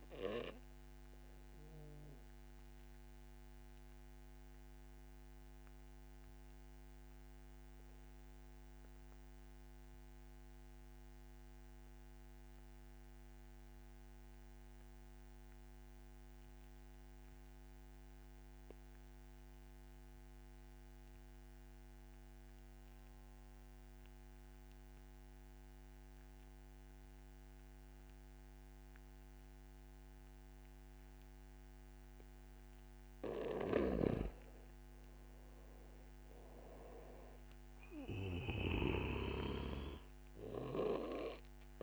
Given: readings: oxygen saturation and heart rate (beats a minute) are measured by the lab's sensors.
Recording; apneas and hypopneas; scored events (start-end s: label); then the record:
breathing in sleep by a microphone on the trachea; 1
0.00-12.00 s: oxygen desaturation (device-marked, oxygen 90% lowest, heart rate 52 extreme)
2.00-32.50 s: obstructive apnea (oxygen 97% before, 88% lowest, heart rate 57 before, 57 extreme, up 4 after)
33.50-36.00 s: arousal
34.00-41.83 s: oxygen desaturation (device-marked, oxygen 96% before, 90% lowest, heart rate 62 before, 26 extreme)
From the record:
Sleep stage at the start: N2 (light sleep); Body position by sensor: on the back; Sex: male